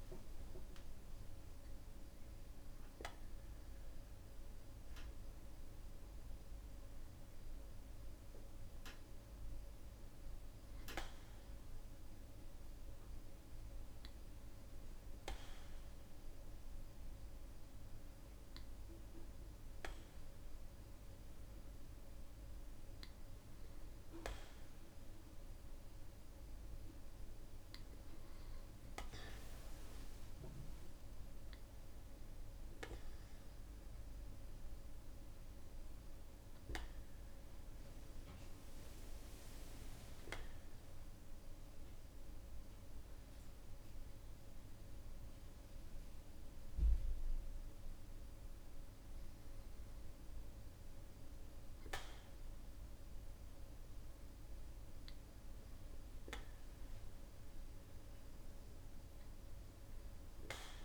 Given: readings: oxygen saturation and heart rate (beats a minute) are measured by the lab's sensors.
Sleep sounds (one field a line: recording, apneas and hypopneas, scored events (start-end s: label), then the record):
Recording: breathing in sleep by a room microphone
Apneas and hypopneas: none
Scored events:
none scored
From the record:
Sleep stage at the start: N2 (light sleep)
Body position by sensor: on the back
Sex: male